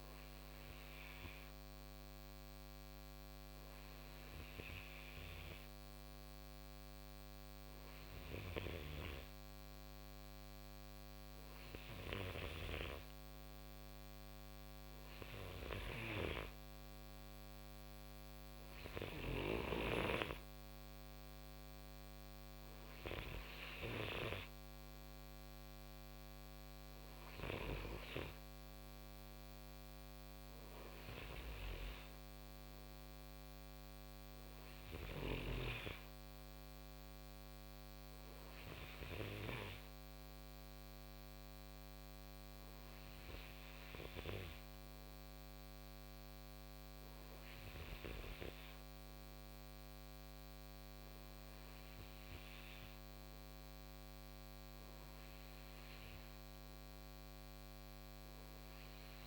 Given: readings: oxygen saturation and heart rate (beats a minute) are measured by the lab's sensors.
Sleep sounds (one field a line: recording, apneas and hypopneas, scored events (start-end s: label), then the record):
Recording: breathing in sleep by a microphone on the trachea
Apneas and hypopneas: none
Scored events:
none scored
From the record:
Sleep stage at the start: REM sleep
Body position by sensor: on the right side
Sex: male